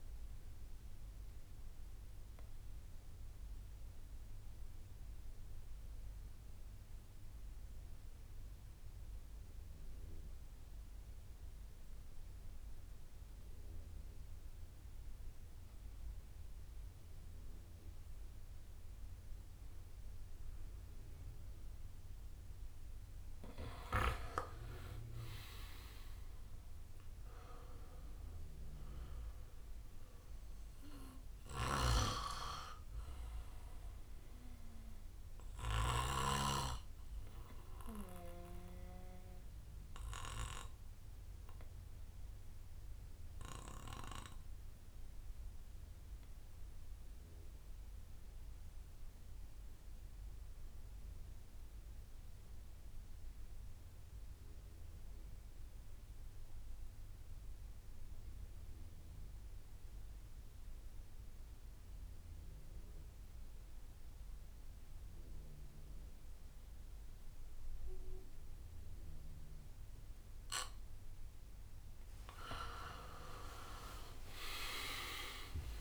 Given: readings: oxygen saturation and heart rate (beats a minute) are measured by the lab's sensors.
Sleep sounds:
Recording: breathing in sleep by a room microphone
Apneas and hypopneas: 2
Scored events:
0.00-6.00 s: bradycardia (device-marked, heart rate 54 extreme)
0.00-6.00 s: oxygen desaturation (device-marked, oxygen 89% lowest, heart rate 54 extreme)
0.50-23.50 s: obstructive apnea (oxygen 98% before, 87% lowest, heart rate 69 before, 57 extreme, up 6 after)
7.00-10.00 s: bradycardia (device-marked, heart rate 67 before, 58 extreme)
23.00-43.00 s: oxygen desaturation (device-marked, oxygen 98% before, 91% lowest, heart rate 60 before, 56 extreme)
25.00-29.50 s: arousal
31.50-36.00 s: snoring (device-marked)
35.00-60.00 s: bradycardia (device-marked, heart rate 67 before, 56 extreme)
36.50-71.50 s: obstructive apnea (oxygen 99% before, 86% lowest, heart rate 63 before, 53 extreme, up 40 after)
62.00-75.81 s: oxygen desaturation (device-marked, oxygen 98% before, 86% lowest, heart rate 57 before, 53 extreme)
74.00-75.81 s: arousal
74.00-75.81 s: drop in pulse transit time (device-marked, heart rate 60 before, 65 extreme)
From the record:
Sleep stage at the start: N2 (light sleep)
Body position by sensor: on the back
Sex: male

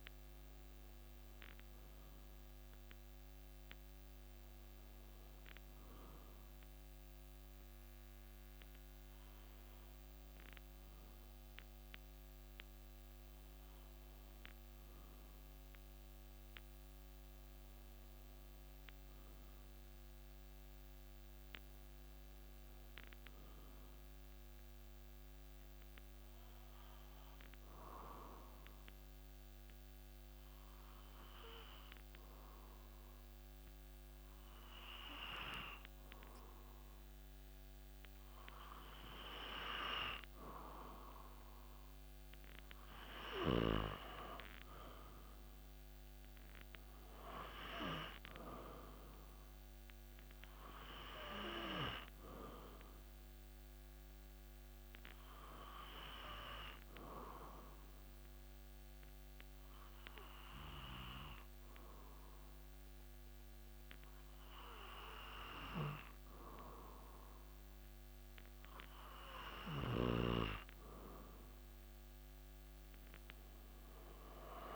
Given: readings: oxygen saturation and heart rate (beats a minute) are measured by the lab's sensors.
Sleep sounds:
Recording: breathing in sleep by a microphone on the trachea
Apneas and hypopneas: 2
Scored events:
27.50-40.00 s: obstructive apnea (oxygen 97% before, 95% lowest)
45.00-49.00 s: arousal
58.00-69.50 s: obstructive apnea (oxygen 97% before, 95% lowest)
From the record:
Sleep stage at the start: N2 (light sleep)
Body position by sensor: on the back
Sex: male

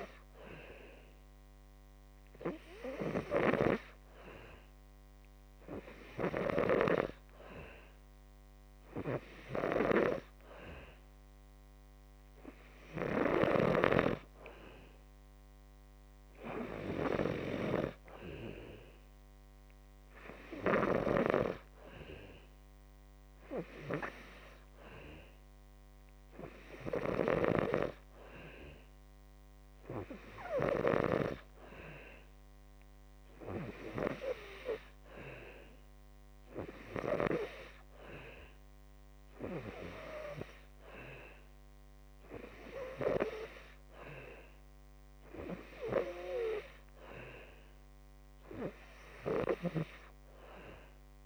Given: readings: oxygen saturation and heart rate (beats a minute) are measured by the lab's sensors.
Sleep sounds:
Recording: breathing in sleep by a microphone on the trachea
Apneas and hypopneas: none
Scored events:
0.00-12.50 s: oxygen desaturation (device-marked, oxygen 88% lowest, heart rate 57 extreme)
From the record:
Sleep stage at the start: N2 (light sleep)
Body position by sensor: on the back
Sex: male

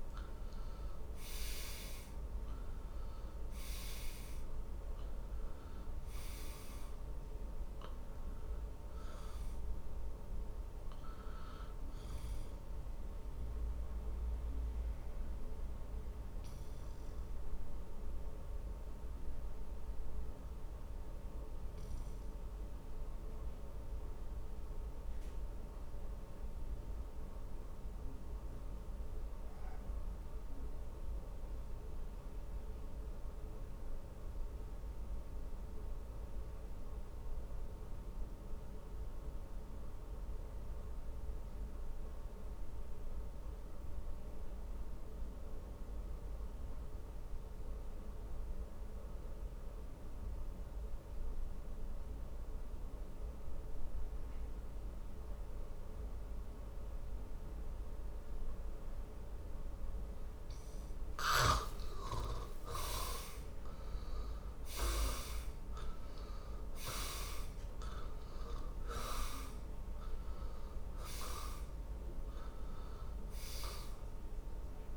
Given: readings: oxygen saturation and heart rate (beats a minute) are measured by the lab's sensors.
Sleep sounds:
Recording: breathing in sleep by a room microphone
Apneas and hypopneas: 1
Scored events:
3.50-40.50 s: oxygen desaturation (device-marked, oxygen 98% before, 76% lowest, heart rate 59 before, 47 extreme)
15.00-60.00 s: obstructive apnea (oxygen 100% before, 74% lowest, heart rate 66 before, 47 extreme, up 22 after)
60.50-74.97 s: oxygen desaturation (device-marked, oxygen 99% before, 74% lowest, heart rate 48 before, 45 extreme)
62.00-65.50 s: arousal
From the record:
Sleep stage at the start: N2 (light sleep)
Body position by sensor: on the back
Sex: male

